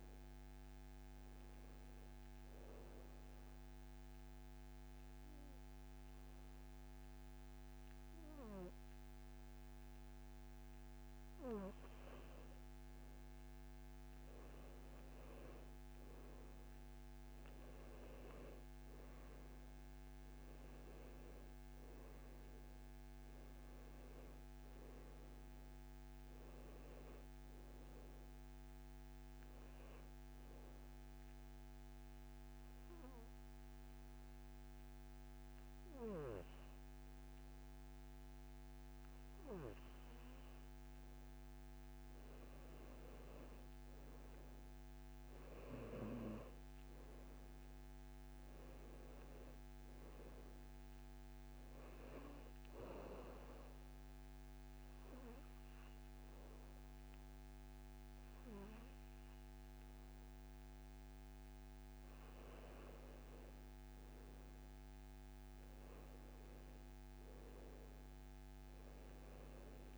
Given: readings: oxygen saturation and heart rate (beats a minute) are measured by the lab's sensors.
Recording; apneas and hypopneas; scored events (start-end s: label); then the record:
breathing in sleep by a microphone on the trachea; 3
3.00-13.50 s: obstructive apnea (oxygen 97% before, 91% lowest, heart rate 73 before, 64 extreme, up 10 after)
15.00-19.00 s: arousal
17.00-34.00 s: oxygen desaturation (device-marked, oxygen 96% before, 91% lowest, heart rate 68 before, 68 extreme)
30.00-40.00 s: obstructive apnea (oxygen 97% before, 91% lowest, heart rate 72 before, 67 extreme, up 4 after)
42.50-45.00 s: arousal
50.00-63.00 s: oxygen desaturation (device-marked, oxygen 96% before, 91% lowest, heart rate 70 before, 67 extreme)
52.00-62.00 s: obstructive apnea (oxygen 97% before, 91% lowest, heart rate 70 before, 67 extreme, up 3 after)
64.50-68.00 s: arousal
68.00-69.98 s: oxygen desaturation (device-marked, oxygen 96% before, 92% lowest, heart rate 70 before, 67 extreme)
From the record:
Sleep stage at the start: N2 (light sleep); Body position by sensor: on the back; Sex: male